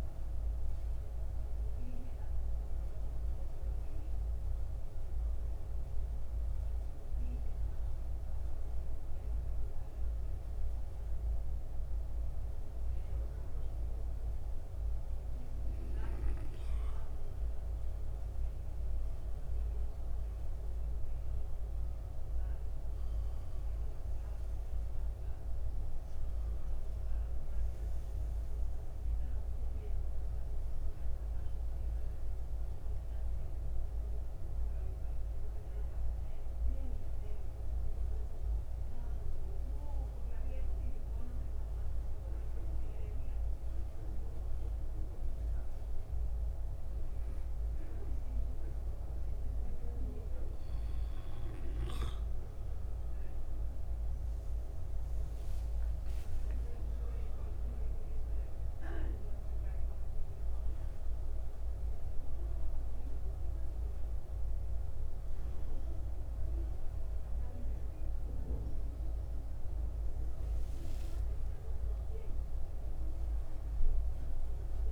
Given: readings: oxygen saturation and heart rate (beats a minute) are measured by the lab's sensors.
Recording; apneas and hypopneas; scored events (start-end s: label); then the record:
breathing in sleep, hard to hear, by a room microphone; 2
3.00-15.00 s: mixed apnea (oxygen 89% before, 85% lowest, heart rate 81 before, 69 extreme, up 11 after)
18.50-23.50 s: arousal
28.00-46.00 s: oxygen desaturation (device-marked, oxygen 93% before, 87% lowest, heart rate 76 before, 65 extreme)
35.50-50.50 s: mixed apnea (oxygen 93% before, 86% lowest, heart rate 80 before, 65 extreme, up 5 after)
54.00-58.00 s: arousal
59.00-74.92 s: oxygen desaturation (device-marked, oxygen 93% before, 86% lowest, heart rate 72 before, 72 extreme)
71.00-74.92 s: arousal
From the record:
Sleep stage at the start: N2 (light sleep); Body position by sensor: on the back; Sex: male